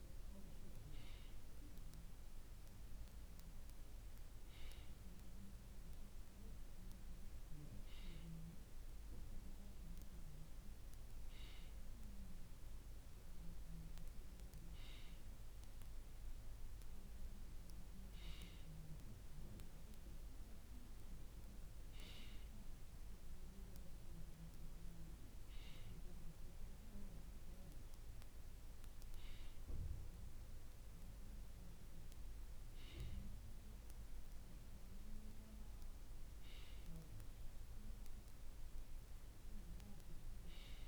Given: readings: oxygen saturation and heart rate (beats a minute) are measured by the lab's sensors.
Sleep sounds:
breathing in sleep, hard to hear, by a room microphone; none
none scored
From the record:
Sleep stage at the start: N2 (light sleep); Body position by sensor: on the right side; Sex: male

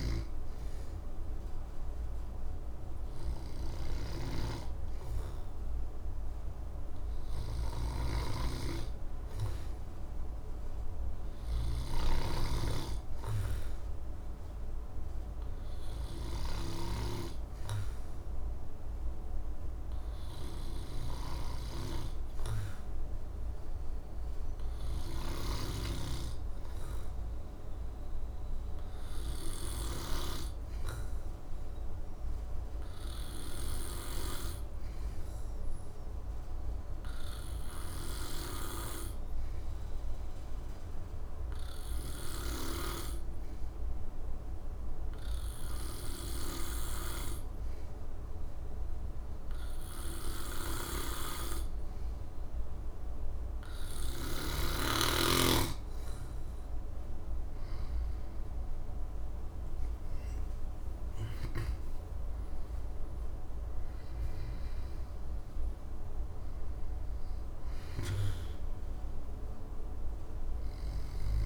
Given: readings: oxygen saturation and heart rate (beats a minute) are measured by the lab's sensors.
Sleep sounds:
breathing in sleep by a room microphone; 1
7.50-16.50 s: snoring (device-marked)
7.50-55.50 s: obstructive apnea (oxygen 99% before, 91% lowest, heart rate 64 before, 64 extreme, up 12 after)
25.50-30.00 s: snoring (device-marked)
51.00-71.46 s: oxygen desaturation (device-marked, oxygen 97% before, 91% lowest, heart rate 66 before, 64 extreme)
57.50-62.00 s: arousal
From the record:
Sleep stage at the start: N2 (light sleep); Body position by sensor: on the back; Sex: male

